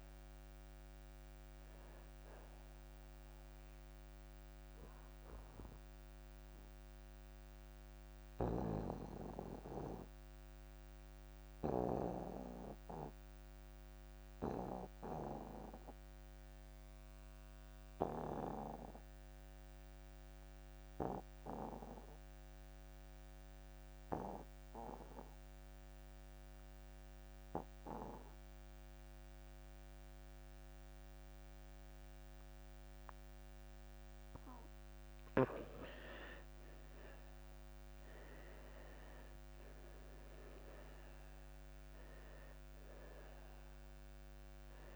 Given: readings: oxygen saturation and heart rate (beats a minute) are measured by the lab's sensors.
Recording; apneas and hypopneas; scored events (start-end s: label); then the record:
breathing in sleep by a microphone on the trachea; 1
0.00-22.00 s: oxygen desaturation (device-marked, oxygen 76% lowest)
6.00-35.50 s: obstructive apnea (oxygen 90% before, 76% lowest)
30.00-44.96 s: oxygen desaturation (device-marked, oxygen 100% before, 80% lowest)
38.00-41.00 s: arousal
From the record:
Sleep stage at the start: N2 (light sleep); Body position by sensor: on the back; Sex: male